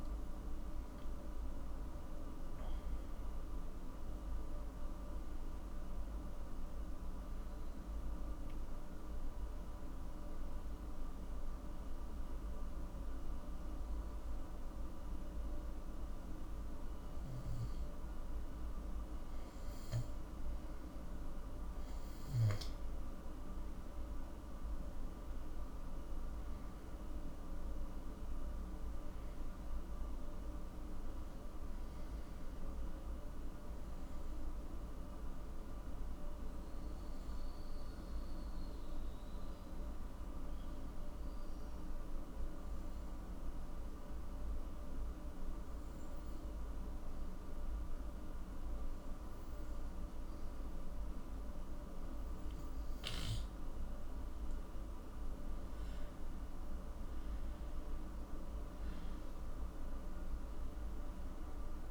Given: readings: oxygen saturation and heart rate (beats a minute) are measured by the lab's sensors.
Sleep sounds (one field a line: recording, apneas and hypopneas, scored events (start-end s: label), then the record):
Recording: breathing in sleep, hard to hear, by a room microphone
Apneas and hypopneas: 2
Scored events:
0.00-20.00 s: oxygen desaturation (device-marked, oxygen 92% lowest, heart rate 48 extreme)
7.50-19.00 s: obstructive apnea (oxygen 97% before, 92% lowest, heart rate 62 before, 50 extreme, up 12 after)
24.00-28.00 s: arousal
41.00-53.50 s: obstructive apnea (oxygen 97% before, 92% lowest, heart rate 55 before, 50 extreme, up 14 after)
55.50-61.00 s: arousal
59.00-61.91 s: oxygen desaturation (device-marked, oxygen 97% before, 93% lowest, heart rate 54 before, 49 extreme)
From the record:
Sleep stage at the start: N2 (light sleep)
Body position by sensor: on the back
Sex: male